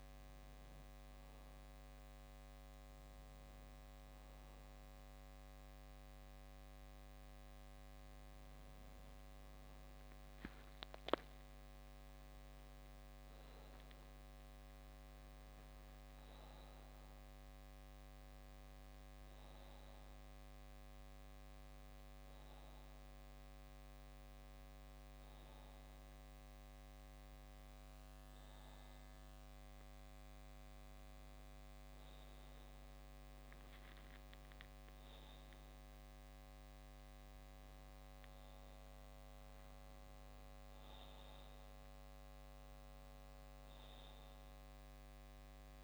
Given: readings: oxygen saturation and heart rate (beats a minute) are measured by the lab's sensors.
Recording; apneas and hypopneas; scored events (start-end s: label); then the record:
breathing in sleep, hard to hear, by a microphone on the trachea; none
none scored
From the record:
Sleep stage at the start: N2 (light sleep); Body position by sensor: on the back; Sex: male